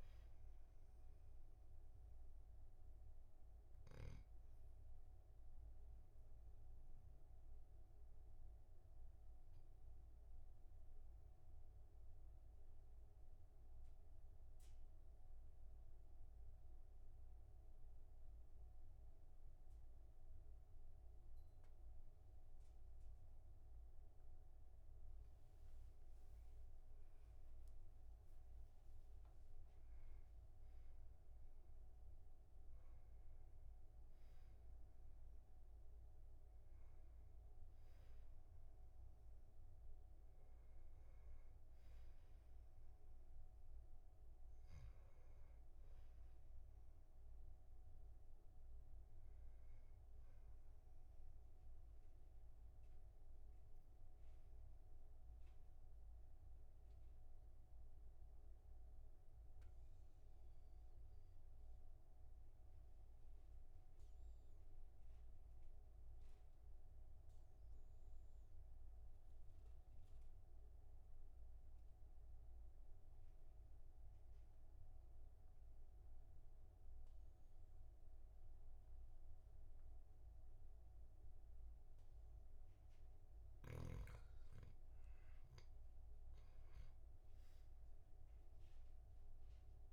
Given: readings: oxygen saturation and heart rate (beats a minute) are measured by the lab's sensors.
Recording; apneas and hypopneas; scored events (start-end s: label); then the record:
breathing in sleep, hard to hear, by a room microphone; 2
3.00-17.00 s: oxygen desaturation (device-marked, oxygen 98% before, 94% lowest, heart rate 47 before, 37 extreme)
4.50-24.00 s: obstructive apnea (oxygen 99% before, 94% lowest, heart rate 47 before, 37 extreme, up 21 after)
26.00-30.00 s: arousal
50.50-82.50 s: obstructive apnea (oxygen 99% before, 93% lowest, heart rate 46 before, 38 extreme, up 12 after)
85.50-89.00 s: arousal
From the record:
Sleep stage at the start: N2 (light sleep); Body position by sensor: on the back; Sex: male